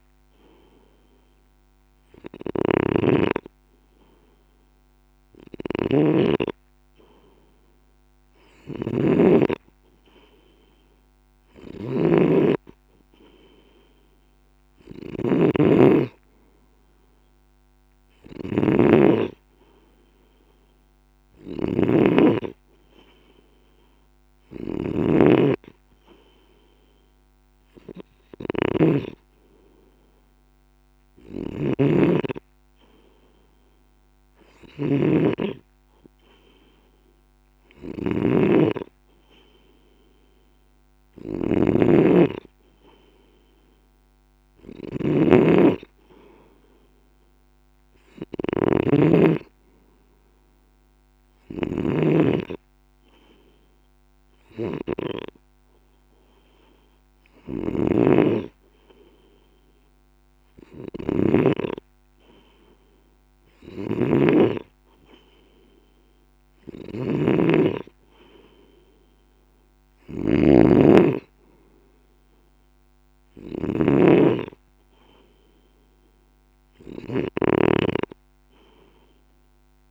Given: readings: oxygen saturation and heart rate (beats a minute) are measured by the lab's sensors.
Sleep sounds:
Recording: breathing in sleep by a microphone on the trachea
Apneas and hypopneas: none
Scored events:
0.00-79.91 s: snoring (device-marked)
From the record:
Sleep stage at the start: N2 (light sleep)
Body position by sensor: on the left side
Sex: male

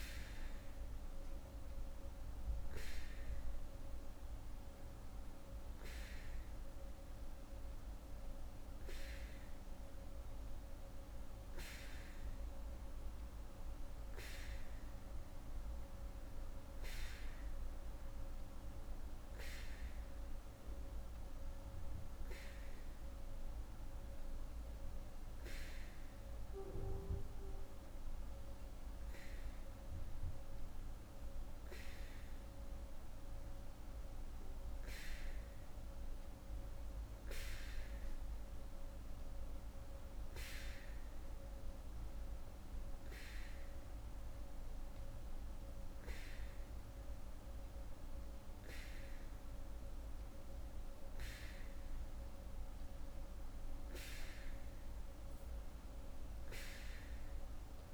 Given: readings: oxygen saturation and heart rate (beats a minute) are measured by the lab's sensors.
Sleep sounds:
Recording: breathing in sleep, hard to hear, by a room microphone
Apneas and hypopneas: none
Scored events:
none scored
From the record:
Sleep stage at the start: N3 (deep sleep)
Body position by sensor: on the back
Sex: female

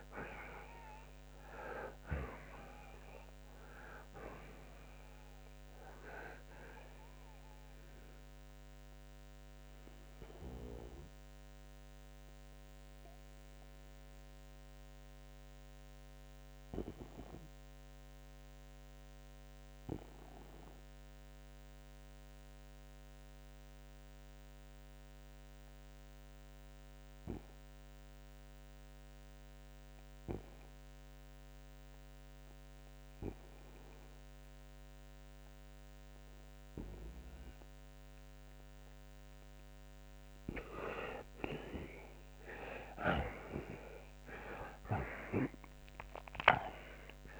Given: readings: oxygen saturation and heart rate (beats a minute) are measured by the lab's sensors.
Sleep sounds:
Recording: breathing in sleep by a microphone on the trachea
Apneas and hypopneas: 1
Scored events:
0.00-1.00 s: arousal
9.00-39.50 s: obstructive apnea (oxygen 97% before, 84% lowest, heart rate 88 before, 59 extreme, up 25 after)
11.50-36.50 s: oxygen desaturation (device-marked, oxygen 94% before, 87% lowest, heart rate 90 before, 59 extreme)
41.50-46.00 s: arousal
From the record:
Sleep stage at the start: N2 (light sleep)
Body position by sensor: on the right side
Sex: male

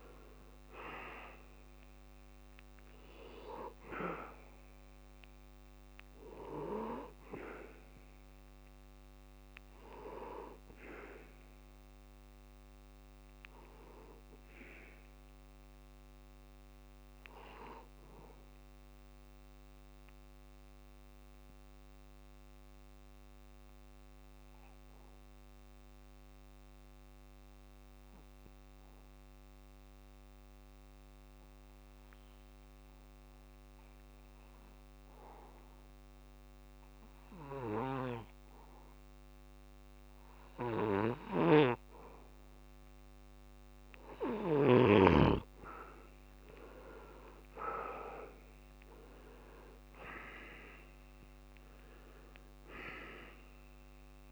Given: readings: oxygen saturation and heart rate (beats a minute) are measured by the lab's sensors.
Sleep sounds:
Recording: breathing in sleep by a microphone on the trachea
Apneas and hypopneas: 1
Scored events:
0.00-21.00 s: oxygen desaturation (device-marked, oxygen 84% lowest)
19.00-41.00 s: central apnea (oxygen 95% before, 85% lowest, heart rate 67 before, 64 extreme, up 25 after)
39.00-54.32 s: oxygen desaturation (device-marked, oxygen 98% before, 85% lowest, heart rate 64 before, 63 extreme)
46.00-51.00 s: arousal
From the record:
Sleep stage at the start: N2 (light sleep)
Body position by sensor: on the back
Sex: male

